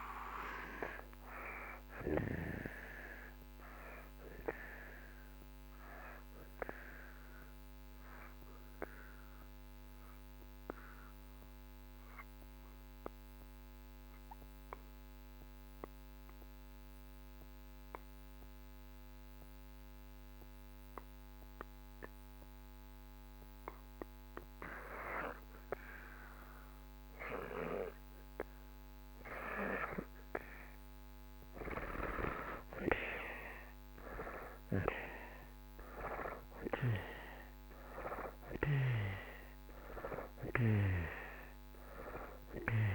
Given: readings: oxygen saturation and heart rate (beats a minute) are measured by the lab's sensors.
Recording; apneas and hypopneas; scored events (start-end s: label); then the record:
breathing in sleep by a microphone on the trachea; 1
0.00-17.50 s: oxygen desaturation (device-marked, oxygen 78% lowest)
9.00-24.00 s: obstructive apnea (oxygen 96% before, 80% lowest)
25.50-29.00 s: arousal
30.50-42.95 s: oxygen desaturation (device-marked, oxygen 96% before, 81% lowest)
From the record:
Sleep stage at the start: N2 (light sleep); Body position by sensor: on the back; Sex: male